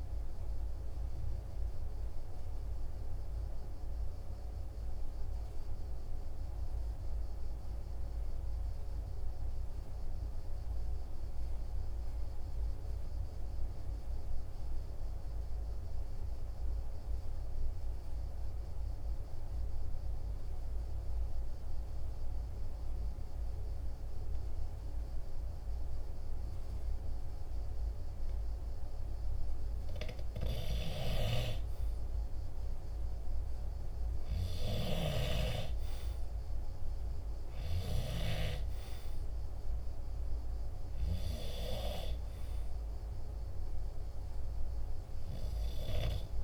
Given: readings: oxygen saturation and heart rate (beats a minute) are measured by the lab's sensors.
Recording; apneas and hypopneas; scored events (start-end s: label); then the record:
breathing in sleep by a room microphone; 1
0.00-16.00 s: oxygen desaturation (device-marked, oxygen 90% lowest, heart rate 45 extreme)
0.50-29.00 s: obstructive apnea (oxygen 97% before, 90% lowest, heart rate 49 before, 46 extreme, up 3 after)
32.00-36.00 s: arousal
38.00-46.44 s: oxygen desaturation (device-marked, oxygen 98% before, 93% lowest, heart rate 48 before, 46 extreme)
From the record:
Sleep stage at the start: N2 (light sleep); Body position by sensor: on the right side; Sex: male